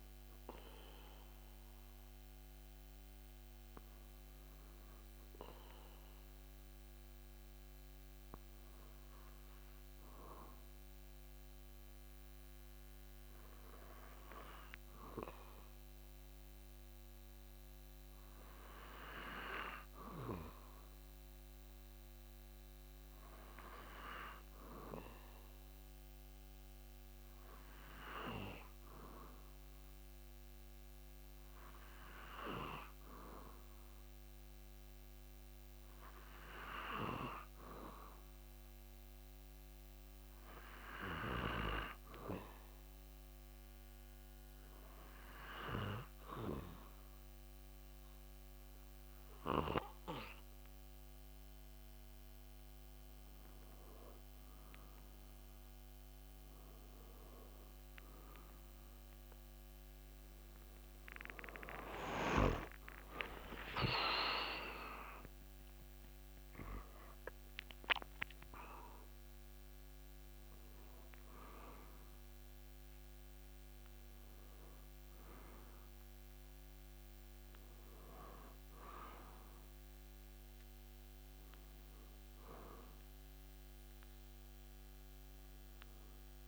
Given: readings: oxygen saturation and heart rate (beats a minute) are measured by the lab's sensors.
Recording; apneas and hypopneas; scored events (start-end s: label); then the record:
breathing in sleep by a microphone on the trachea; 1
2.50-51.50 s: hypopnea (oxygen 98% before, 94% lowest)
62.50-67.50 s: arousal
From the record:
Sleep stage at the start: N2 (light sleep); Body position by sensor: on the back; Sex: male